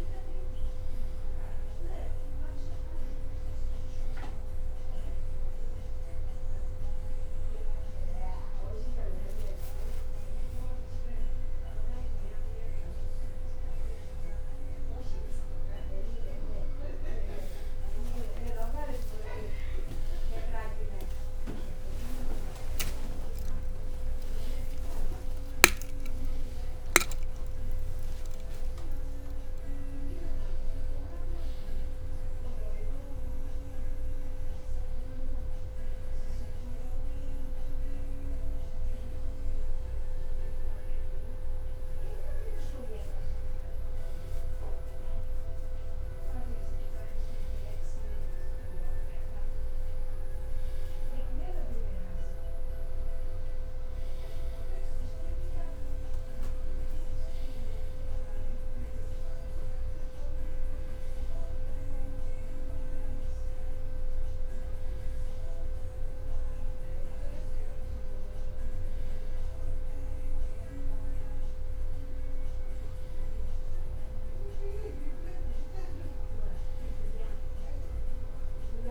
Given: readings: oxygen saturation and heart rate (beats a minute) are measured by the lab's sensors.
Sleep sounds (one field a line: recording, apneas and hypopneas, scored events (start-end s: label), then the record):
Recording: a person partly awake in a sleep study, by a room microphone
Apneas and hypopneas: none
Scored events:
18.00-26.00 s: tachycardia (device-marked, heart rate 63 before, 155 extreme)
18.50-20.50 s: long interval between heartbeats (device-marked, heart rate 62 before, 80 extreme)
22.50-23.50 s: leg movement (device-marked)
22.50-24.50 s: long interval between heartbeats (device-marked, heart rate 69 before, 133 extreme)
24.00-37.00 s: drop in pulse transit time (device-marked, heart rate 77 before, 67 extreme)
25.00-27.00 s: long interval between heartbeats (device-marked, heart rate 81 before, 148 extreme)
26.00-28.00 s: leg movement (device-marked)
26.00-56.00 s: new sleep stage, awake
47.50-55.00 s: leg movement (device-marked)
55.50-57.00 s: leg movement (device-marked)
56.00-78.91 s: new sleep stage, N1 (lightest sleep)
73.00-78.50 s: leg movement (device-marked)
From the record:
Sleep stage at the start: N2 (light sleep)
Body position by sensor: on the back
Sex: male